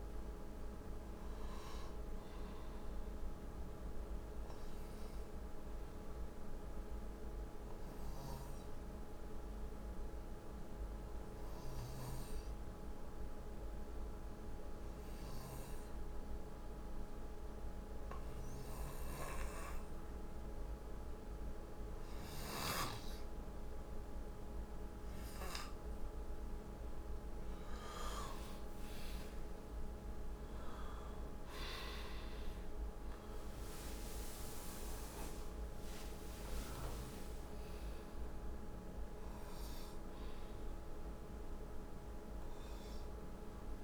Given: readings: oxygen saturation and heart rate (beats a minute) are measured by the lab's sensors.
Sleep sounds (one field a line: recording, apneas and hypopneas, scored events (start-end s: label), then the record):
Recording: breathing in sleep, hard to hear, by a room microphone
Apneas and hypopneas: 1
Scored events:
2.00-5.50 s: arousal
7.50-26.00 s: obstructive apnea (oxygen 93% before, 91% lowest, heart rate 57 before, 52 extreme, up 25 after)
27.00-41.00 s: oxygen desaturation (device-marked, oxygen 97% before, 92% lowest, heart rate 54 before, 50 extreme)
28.50-35.00 s: arousal
From the record:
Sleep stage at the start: N2 (light sleep)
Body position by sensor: on the back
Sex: male